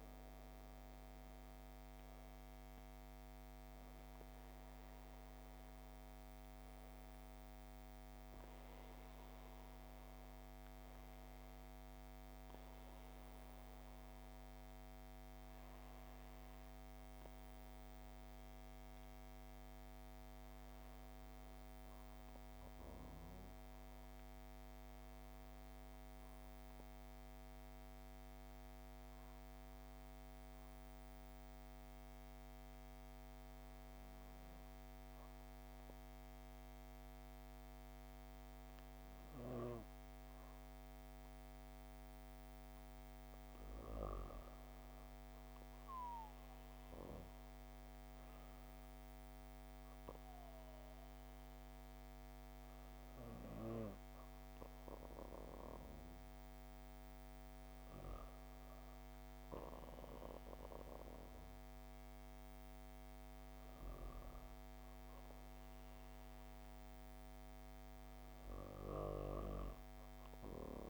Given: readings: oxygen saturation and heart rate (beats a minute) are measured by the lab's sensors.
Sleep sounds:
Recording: breathing in sleep by a microphone on the trachea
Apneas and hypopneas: 1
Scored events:
25.00-43.00 s: obstructive apnea (oxygen 98% before, 95% lowest, heart rate 57 before, 55 extreme, up 17 after)
42.00-70.90 s: new sleep stage, N2 (light sleep)
44.50-48.50 s: arousal
From the record:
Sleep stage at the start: REM sleep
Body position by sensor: on the back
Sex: female

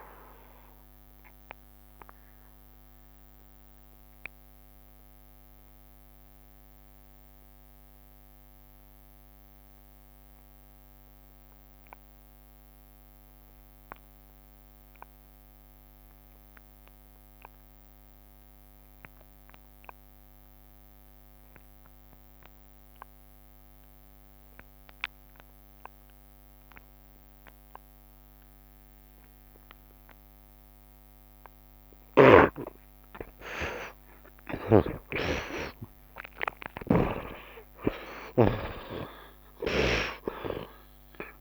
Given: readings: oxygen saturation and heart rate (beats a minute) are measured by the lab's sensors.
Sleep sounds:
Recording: breathing in sleep by a microphone on the trachea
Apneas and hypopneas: 1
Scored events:
0.00-16.00 s: oxygen desaturation (device-marked, oxygen 52% lowest, heart rate 67 extreme)
1.00-29.50 s: mixed apnea (oxygen 86% before, 52% lowest, heart rate 77 before, 63 extreme, up 33 after)
18.00-41.41 s: oxygen desaturation (device-marked, oxygen 87% before, 52% lowest, heart rate 76 before, 63 extreme)
32.00-36.00 s: arousal
33.00-39.00 s: tachycardia (device-marked, heart rate 78 before, 108 extreme)
34.00-36.00 s: long interval between heartbeats (device-marked, heart rate 75 before, 89 extreme)
36.50-38.50 s: long interval between heartbeats (device-marked, heart rate 77 before, 106 extreme)
From the record:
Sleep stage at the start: N2 (light sleep)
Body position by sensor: on the right side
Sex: male

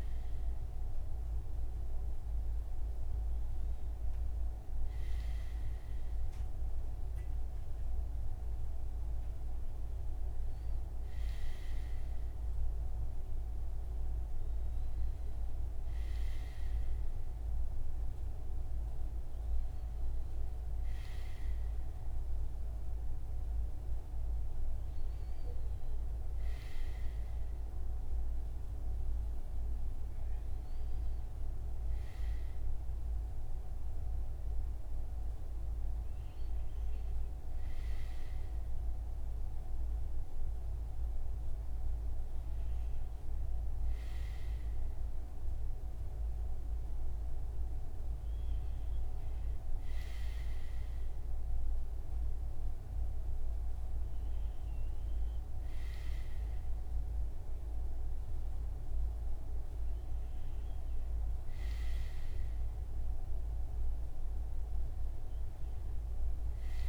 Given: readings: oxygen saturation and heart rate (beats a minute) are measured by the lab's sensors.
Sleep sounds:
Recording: breathing in sleep, hard to hear, by a room microphone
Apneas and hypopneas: none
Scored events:
none scored
From the record:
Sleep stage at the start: REM sleep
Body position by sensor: on the front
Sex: male

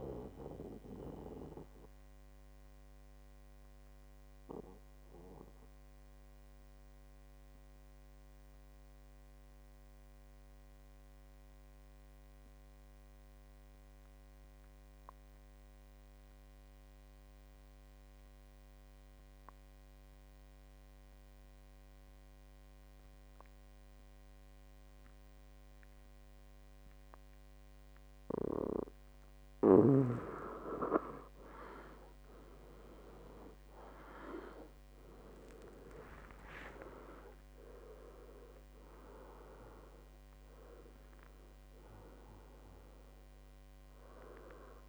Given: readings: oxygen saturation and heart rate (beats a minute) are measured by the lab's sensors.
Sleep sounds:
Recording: breathing in sleep by a microphone on the trachea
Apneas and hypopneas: 1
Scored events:
0.00-8.50 s: oxygen desaturation (device-marked, oxygen 92% lowest, heart rate 61 extreme)
0.50-30.50 s: mixed apnea (oxygen 98% before, 91% lowest, heart rate 75 before, 61 extreme, up 18 after)
28.50-44.88 s: oxygen desaturation (device-marked, oxygen 98% before, 91% lowest, heart rate 62 before, 58 extreme)
31.50-36.50 s: arousal
From the record:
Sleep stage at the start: N2 (light sleep)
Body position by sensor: on the back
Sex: male

